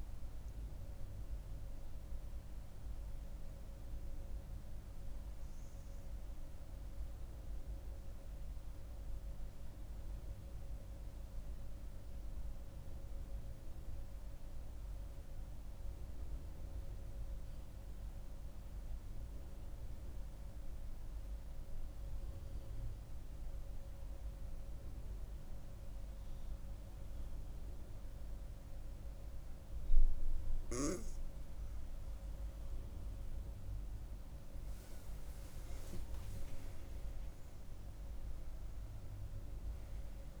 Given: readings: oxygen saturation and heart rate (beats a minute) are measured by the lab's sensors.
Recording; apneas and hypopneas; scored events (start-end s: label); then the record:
breathing in sleep, hard to hear, by a room microphone; 1
0.00-9.50 s: oxygen desaturation (device-marked, oxygen 92% lowest, heart rate 68 extreme)
9.50-30.50 s: mixed apnea (oxygen 97% before, 91% lowest, heart rate 77 before, 68 extreme, up 5 after)
28.50-40.40 s: oxygen desaturation (device-marked, oxygen 97% before, 91% lowest, heart rate 71 before, 65 extreme)
32.50-35.50 s: arousal
From the record:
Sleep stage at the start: N2 (light sleep); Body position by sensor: on the right side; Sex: female